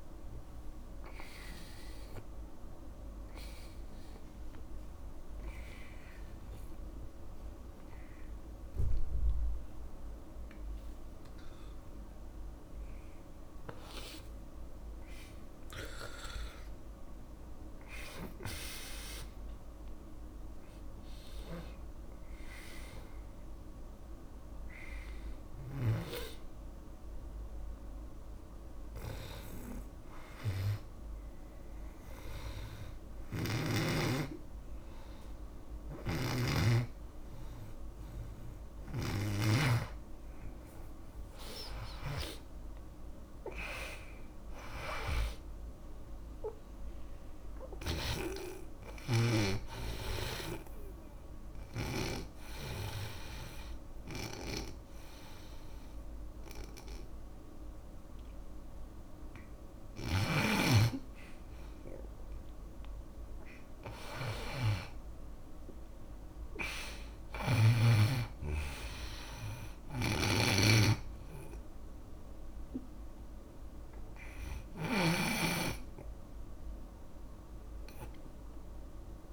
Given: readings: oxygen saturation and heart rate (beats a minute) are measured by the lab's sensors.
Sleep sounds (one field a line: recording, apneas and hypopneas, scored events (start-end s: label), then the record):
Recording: a person partly awake in a sleep study, by a room microphone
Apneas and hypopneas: 2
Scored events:
0.00-6.00 s: oxygen desaturation (device-marked, oxygen 73% lowest, heart rate 50 extreme)
15.00-79.33 s: new sleep stage, N2 (light sleep)
26.00-37.00 s: oxygen desaturation (device-marked, oxygen 100% before, 94% lowest, heart rate 98 before, 82 extreme)
31.00-42.00 s: hypopnea (oxygen 100% before, 92% lowest, heart rate 98 before, 82 extreme, up 9 after)
36.50-52.50 s: snoring (device-marked)
43.50-47.00 s: arousal
47.00-63.00 s: oxygen desaturation (device-marked, oxygen 99% before, 93% lowest, heart rate 89 before, 82 extreme)
51.50-62.00 s: obstructive apnea (oxygen 100% before, 86% lowest, heart rate 88 before, 83 extreme, up 6 after)
60.50-79.33 s: snoring (device-marked)
63.50-67.50 s: arousal
From the record:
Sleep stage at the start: awake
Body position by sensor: on the back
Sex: male